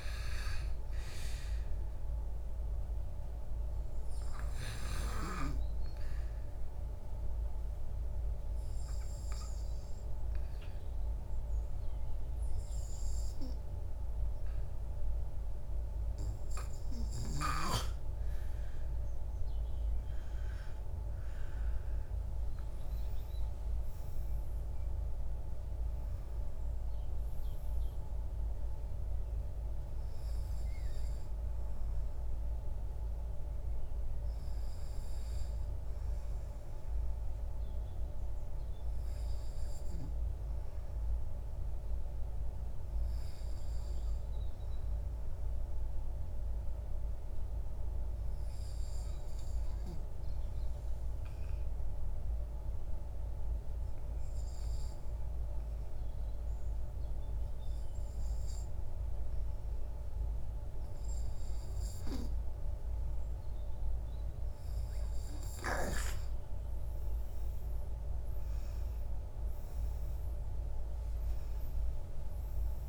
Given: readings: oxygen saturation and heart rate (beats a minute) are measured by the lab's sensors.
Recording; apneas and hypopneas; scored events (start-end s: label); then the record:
breathing in sleep by a room microphone; 2
2.50-16.50 s: hypopnea (oxygen 97% before, 95% lowest, heart rate 63 before, 52 extreme, up 14 after)
17.50-21.50 s: arousal
50.00-61.00 s: hypopnea (oxygen 97% before, 94% lowest, heart rate 56 before, 48 extreme, up 6 after)
65.50-70.50 s: arousal
68.50-72.88 s: oxygen desaturation (device-marked, oxygen 97% before, 94% lowest, heart rate 61 before, 48 extreme)
From the record:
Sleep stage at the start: N2 (light sleep); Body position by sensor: on the right side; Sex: male